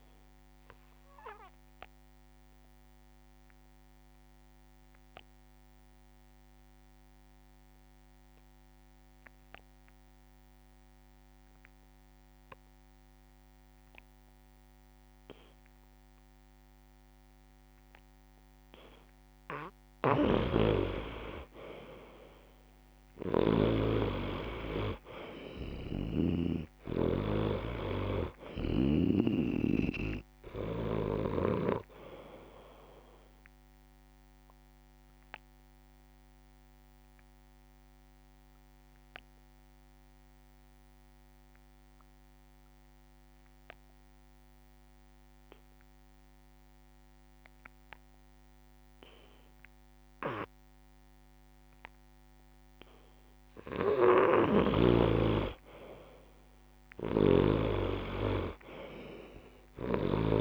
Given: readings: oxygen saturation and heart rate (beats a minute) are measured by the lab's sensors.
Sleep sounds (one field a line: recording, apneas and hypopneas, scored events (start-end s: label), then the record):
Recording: breathing in sleep by a microphone on the trachea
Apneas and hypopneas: 2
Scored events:
0.00-11.50 s: oxygen desaturation (device-marked, oxygen 89% lowest)
1.00-18.50 s: obstructive apnea (oxygen 97% before, 87% lowest)
20.00-23.00 s: arousal
20.00-24.00 s: snoring (device-marked)
23.50-43.50 s: oxygen desaturation (device-marked, oxygen 98% before, 87% lowest)
34.50-52.50 s: obstructive apnea (oxygen 98% before, 87% lowest)
54.50-60.41 s: oxygen desaturation (device-marked, oxygen 97% before, 88% lowest)
56.00-60.00 s: arousal
57.00-60.41 s: snoring (device-marked)
From the record:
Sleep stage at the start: N2 (light sleep)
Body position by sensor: on the back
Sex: male